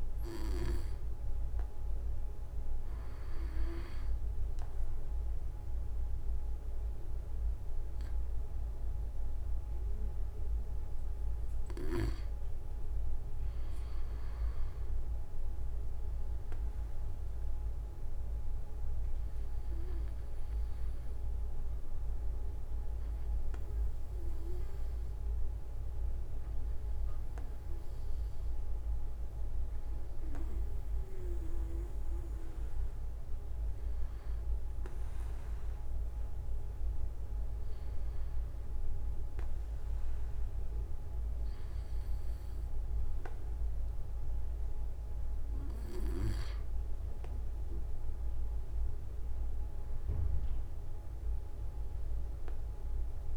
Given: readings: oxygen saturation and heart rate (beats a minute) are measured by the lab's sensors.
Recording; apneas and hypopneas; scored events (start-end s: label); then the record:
breathing in sleep by a room microphone; none
3.00-5.00 s: long interval between heartbeats (device-marked)
49.00-51.00 s: long interval between heartbeats (device-marked)
From the record:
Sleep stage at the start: REM sleep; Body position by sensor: on the back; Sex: male